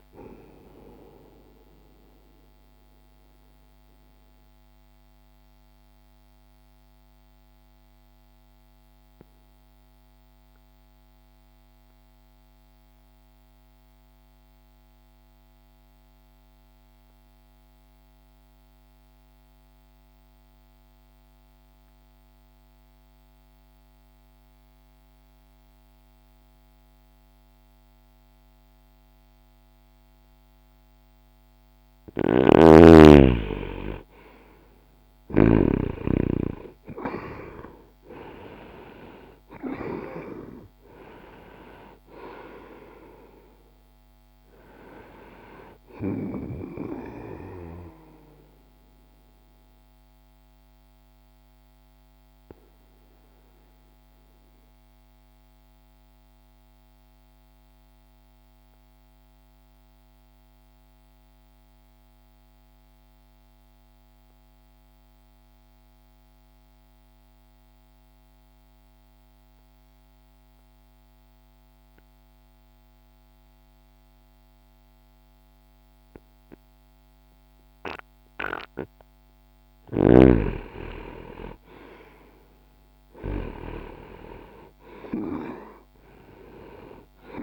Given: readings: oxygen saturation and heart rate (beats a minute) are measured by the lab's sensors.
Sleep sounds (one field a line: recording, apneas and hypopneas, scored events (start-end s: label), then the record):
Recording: breathing in sleep by a microphone on the trachea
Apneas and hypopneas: 2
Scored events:
0.50-30.50 s: obstructive apnea (oxygen 98% before, 86% lowest)
10.00-26.00 s: oxygen desaturation (device-marked, oxygen 95% before, 87% lowest)
31.50-35.00 s: snoring (device-marked)
33.00-37.50 s: arousal
47.50-79.50 s: obstructive apnea (oxygen 98% before, 86% lowest)
60.00-72.00 s: oxygen desaturation (device-marked, oxygen 93% before, 86% lowest)
80.50-84.50 s: arousal
From the record:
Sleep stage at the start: N2 (light sleep)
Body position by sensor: on the back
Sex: male